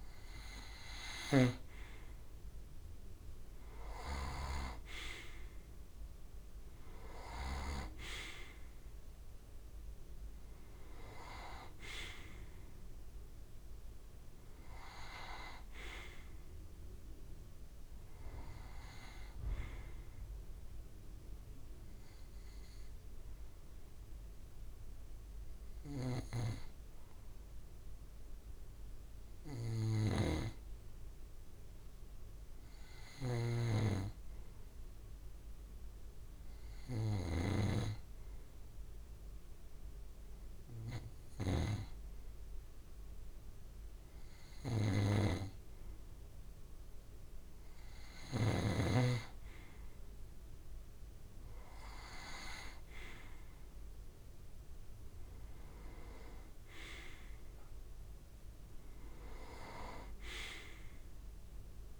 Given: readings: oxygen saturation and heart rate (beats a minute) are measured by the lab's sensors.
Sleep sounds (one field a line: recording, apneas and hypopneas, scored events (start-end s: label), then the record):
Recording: breathing in sleep by a room microphone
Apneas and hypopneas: 1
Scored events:
0.00-1.00 s: snoring (device-marked)
0.00-29.00 s: oxygen desaturation (device-marked, oxygen 91% lowest)
21.00-44.50 s: obstructive apnea (oxygen 96% before, 91% lowest)
25.50-48.50 s: snoring (device-marked)
46.00-62.00 s: oxygen desaturation (device-marked, oxygen 96% before, 92% lowest)
54.00-58.00 s: arousal
From the record:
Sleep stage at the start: N2 (light sleep)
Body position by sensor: on the right side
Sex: male